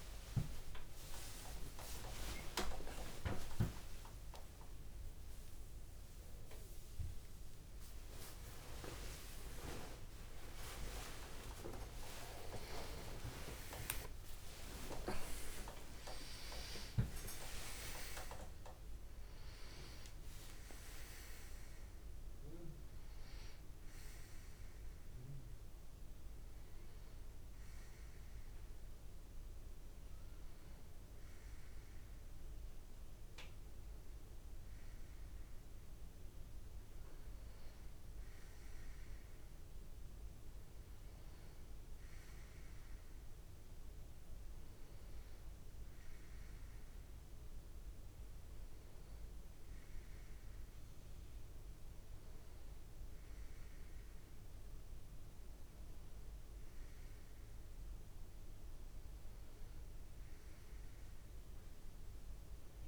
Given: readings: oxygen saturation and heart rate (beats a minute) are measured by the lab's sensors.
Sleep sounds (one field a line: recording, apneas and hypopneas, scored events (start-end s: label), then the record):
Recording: a person partly awake in a sleep study, by a room microphone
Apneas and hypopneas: none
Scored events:
0.50-5.50 s: tachycardia (device-marked, heart rate 44 before, 102 extreme)
11.50-13.50 s: tachycardia (device-marked, heart rate 46 before, 66 extreme)
19.50-31.50 s: oxygen desaturation (device-marked, oxygen 95% before, 87% lowest)
25.50-62.88 s: new sleep stage, N1 (lightest sleep)
From the record:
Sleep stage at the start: awake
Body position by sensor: on the back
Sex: male